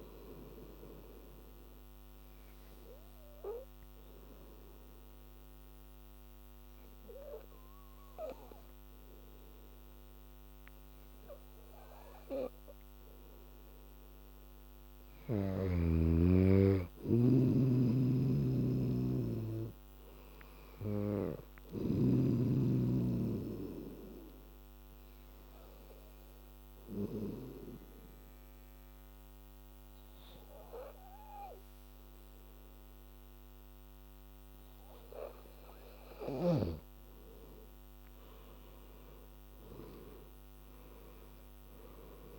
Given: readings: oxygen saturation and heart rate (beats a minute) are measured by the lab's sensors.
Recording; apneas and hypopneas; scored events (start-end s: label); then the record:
breathing in sleep by a microphone on the trachea; 2
0.00-3.00 s: oxygen desaturation (device-marked, oxygen 92% lowest, heart rate 70 extreme)
0.50-13.50 s: obstructive apnea (oxygen 98% before, 91% lowest, heart rate 79 before, 70 extreme, up 9 after)
16.00-19.50 s: arousal
17.00-30.00 s: oxygen desaturation (device-marked, oxygen 98% before, 91% lowest, heart rate 77 before, 75 extreme)
17.50-22.00 s: snoring (device-marked)
23.50-36.00 s: obstructive apnea (oxygen 98% before, 91% lowest, heart rate 76 before, 75 extreme, up 11 after)
38.00-42.39 s: arousal
39.00-42.39 s: oxygen desaturation (device-marked, oxygen 97% before, 91% lowest, heart rate 77 before, 72 extreme)
From the record:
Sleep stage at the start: N2 (light sleep); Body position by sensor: on the back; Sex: female